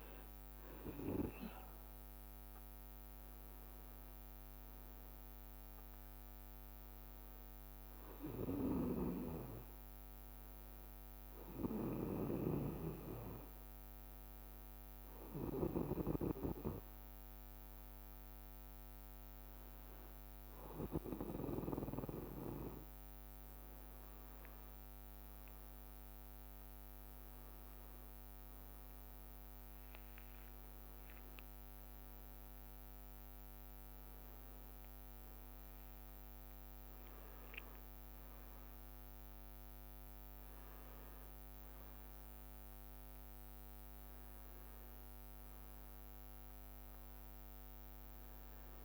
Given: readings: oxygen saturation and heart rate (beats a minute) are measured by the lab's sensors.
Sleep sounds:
breathing in sleep by a microphone on the trachea; 1
9.00-22.50 s: hypopnea (oxygen 98% before, 95% lowest, heart rate 69 before, 65 extreme, up 5 after)
18.00-48.85 s: new sleep stage, N1 (lightest sleep)
23.00-27.00 s: leg movement (device-marked)
30.00-35.50 s: arousal
36.00-42.00 s: leg movement (device-marked)
47.00-48.85 s: leg movement (device-marked)
From the record:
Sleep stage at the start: N2 (light sleep); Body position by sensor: on the back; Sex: male

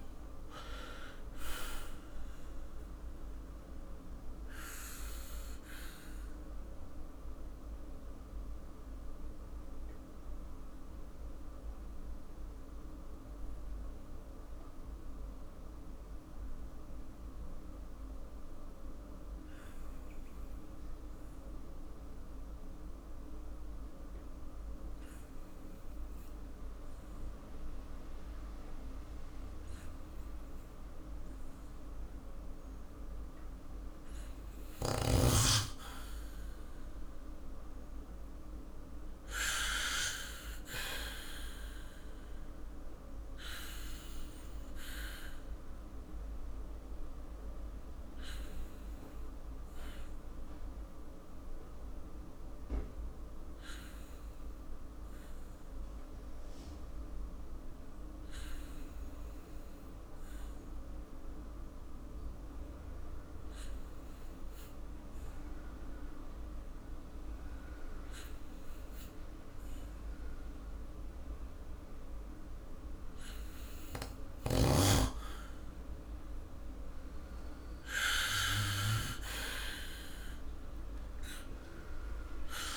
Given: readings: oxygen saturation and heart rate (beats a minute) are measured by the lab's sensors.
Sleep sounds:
breathing in sleep by a room microphone; 2
5.00-32.00 s: mixed apnea (oxygen 96% before, 92% lowest, heart rate 57 before, 46 extreme, up 5 after)
32.00-45.00 s: oxygen desaturation (device-marked, oxygen 96% before, 92% lowest, heart rate 49 before, 50 extreme)
36.50-40.00 s: arousal
45.00-71.00 s: obstructive apnea (oxygen 96% before, 92% lowest, heart rate 54 before, 50 extreme, up 7 after)
68.00-77.00 s: oxygen desaturation (device-marked, oxygen 98% before, 93% lowest, heart rate 51 before, 50 extreme)
75.00-79.50 s: arousal
From the record:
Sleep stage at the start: N2 (light sleep); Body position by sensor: on the back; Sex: male

